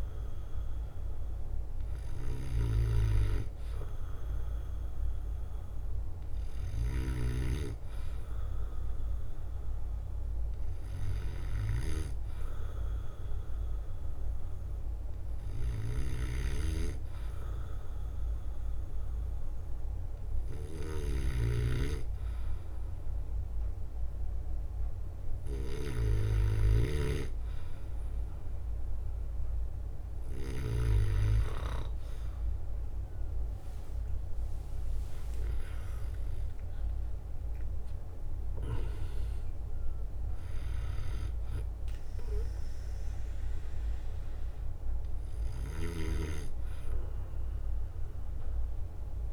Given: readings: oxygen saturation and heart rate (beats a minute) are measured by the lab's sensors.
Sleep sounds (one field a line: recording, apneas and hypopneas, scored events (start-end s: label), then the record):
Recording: breathing in sleep by a room microphone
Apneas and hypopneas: none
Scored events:
5.00-10.00 s: leg movement (device-marked)
6.50-8.50 s: bradycardia (device-marked, heart rate 64 before, 60 extreme)
6.50-12.00 s: snoring (device-marked)
10.50-13.50 s: bradycardia (device-marked, heart rate 64 before, 59 extreme)
14.00-19.50 s: leg movement (device-marked)
21.00-27.00 s: snoring (device-marked)
22.00-26.00 s: leg movement (device-marked)
28.00-32.00 s: leg movement (device-marked)
33.50-38.50 s: leg movement (device-marked)
35.00-38.50 s: arousal
37.50-48.50 s: drop in pulse transit time (device-marked, heart rate 62 before, 64 extreme)
47.50-49.33 s: leg movement (device-marked)
From the record:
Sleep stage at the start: N2 (light sleep)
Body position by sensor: on the back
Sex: male